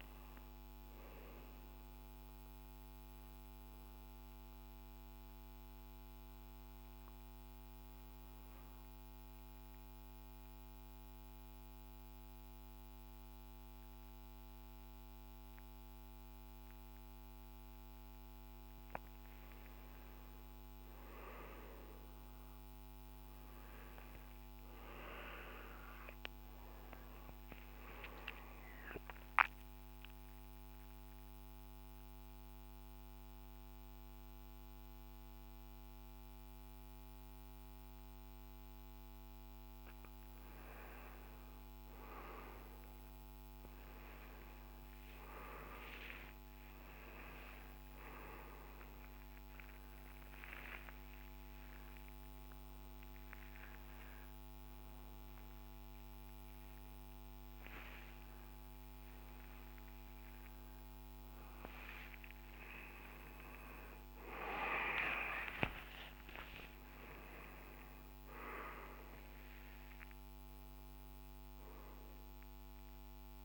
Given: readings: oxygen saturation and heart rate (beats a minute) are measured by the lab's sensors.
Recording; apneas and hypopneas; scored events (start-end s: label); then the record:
breathing in sleep by a microphone on the trachea; 2
4.00-17.50 s: obstructive apnea (oxygen 98% before, 94% lowest, heart rate 68 before, 55 extreme, up 24 after)
22.00-26.50 s: arousal
29.50-40.50 s: central apnea (oxygen 97% before, 94% lowest, heart rate 78 before, 54 extreme, up 15 after)
46.50-53.00 s: arousal
From the record:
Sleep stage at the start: N2 (light sleep); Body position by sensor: on the right side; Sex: male